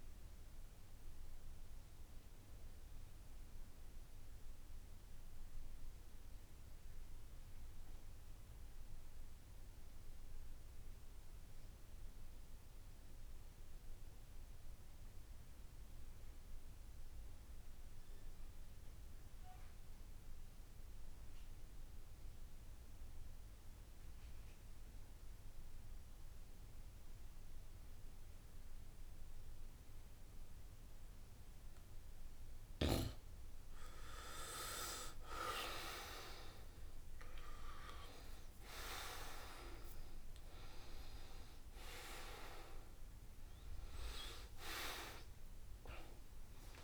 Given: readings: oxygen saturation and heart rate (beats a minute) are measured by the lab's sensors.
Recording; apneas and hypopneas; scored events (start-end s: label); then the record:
breathing in sleep by a room microphone; 1
0.00-3.00 s: oxygen desaturation (device-marked, oxygen 81% lowest, heart rate 65 extreme)
4.00-33.00 s: mixed apnea (oxygen 94% before, 79% lowest, heart rate 71 before, 66 extreme, up 8 after)
22.00-46.84 s: oxygen desaturation (device-marked, oxygen 95% before, 79% lowest, heart rate 68 before, 67 extreme)
37.00-46.84 s: new sleep stage, awake
From the record:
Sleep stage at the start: N2 (light sleep); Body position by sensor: on the back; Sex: male